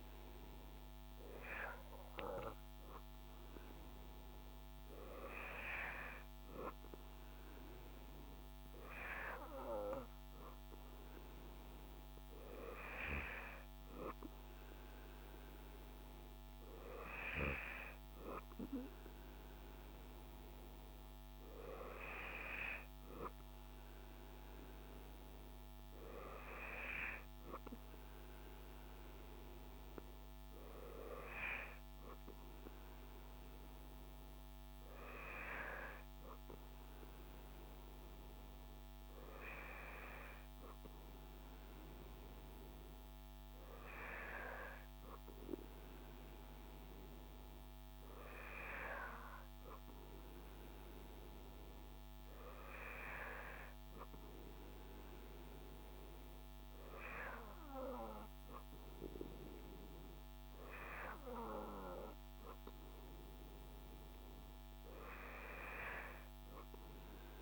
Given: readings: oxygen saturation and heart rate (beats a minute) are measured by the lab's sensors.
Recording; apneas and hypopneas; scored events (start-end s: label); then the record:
breathing in sleep by a microphone on the trachea; none
none scored
From the record:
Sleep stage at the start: N2 (light sleep); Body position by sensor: on the back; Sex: male